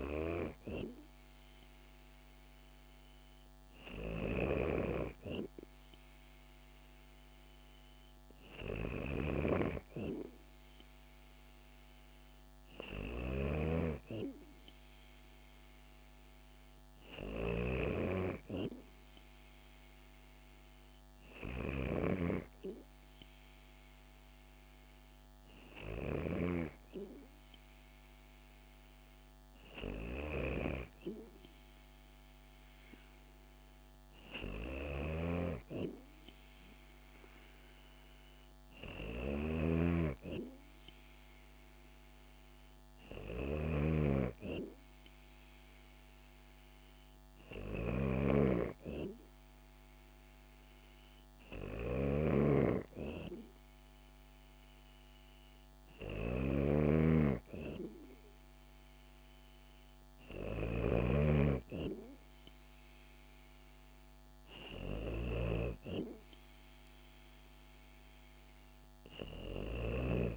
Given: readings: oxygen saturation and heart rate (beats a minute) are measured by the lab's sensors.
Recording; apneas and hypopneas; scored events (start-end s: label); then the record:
breathing in sleep by a microphone on the trachea; none
3.50-21.50 s: snoring (device-marked)
8.00-15.00 s: bradycardia (device-marked, heart rate 69 before, 49 extreme)
38.50-69.50 s: snoring (device-marked)
45.00-49.00 s: bradycardia (device-marked, heart rate 69 before, 57 extreme)
From the record:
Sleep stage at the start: N2 (light sleep); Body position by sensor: on the back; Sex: female